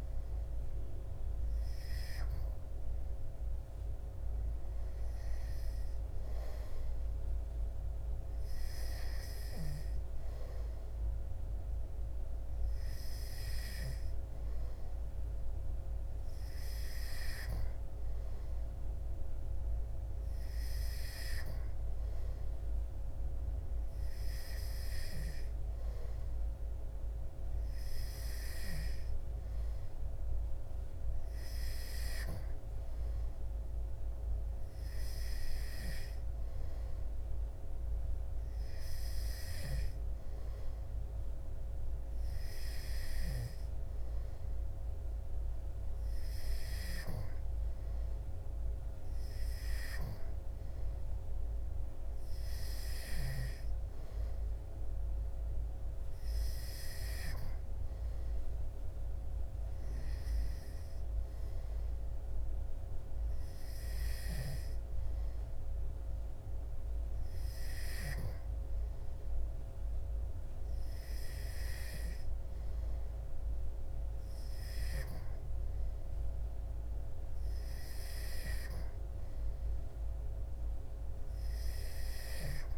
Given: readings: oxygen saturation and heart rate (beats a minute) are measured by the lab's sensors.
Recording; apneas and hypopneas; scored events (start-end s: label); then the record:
breathing in sleep, hard to hear, by a room microphone; none
none scored
From the record:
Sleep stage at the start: N2 (light sleep); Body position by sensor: on the back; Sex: male